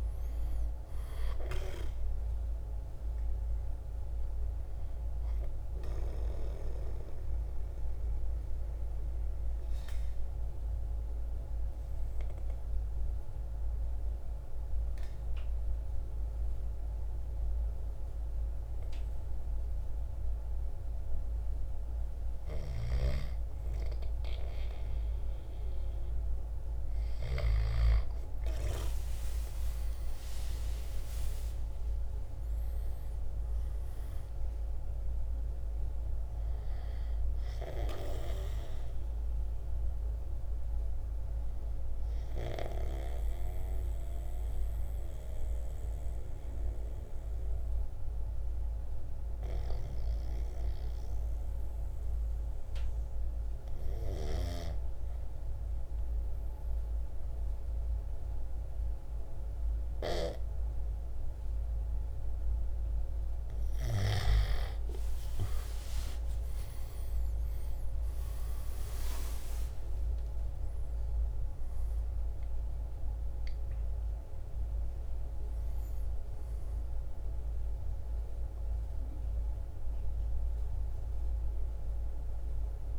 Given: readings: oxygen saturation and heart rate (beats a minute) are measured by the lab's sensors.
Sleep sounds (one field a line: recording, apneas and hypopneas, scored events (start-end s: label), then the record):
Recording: breathing in sleep by a room microphone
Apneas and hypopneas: 2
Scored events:
0.00-6.50 s: drop in pulse transit time (device-marked, heart rate 56 extreme)
0.00-20.50 s: oxygen desaturation (device-marked, oxygen 88% lowest, heart rate 52 extreme)
6.50-22.50 s: obstructive apnea (oxygen 98% before, 88% lowest, heart rate 58 before, 52 extreme, up 6 after)
28.00-32.50 s: arousal
34.50-56.50 s: oxygen desaturation (device-marked, oxygen 98% before, 91% lowest, heart rate 56 before, 52 extreme)
41.50-63.50 s: obstructive apnea (oxygen 98% before, 88% lowest, heart rate 58 before, 52 extreme, up 10 after)
65.00-71.00 s: arousal
69.50-82.50 s: drop in pulse transit time (device-marked, heart rate 55 before, 58 extreme)
75.50-82.99 s: oxygen desaturation (device-marked, oxygen 96% before, 92% lowest, heart rate 58 before, 55 extreme)
From the record:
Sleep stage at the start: N2 (light sleep)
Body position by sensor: on the right side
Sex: male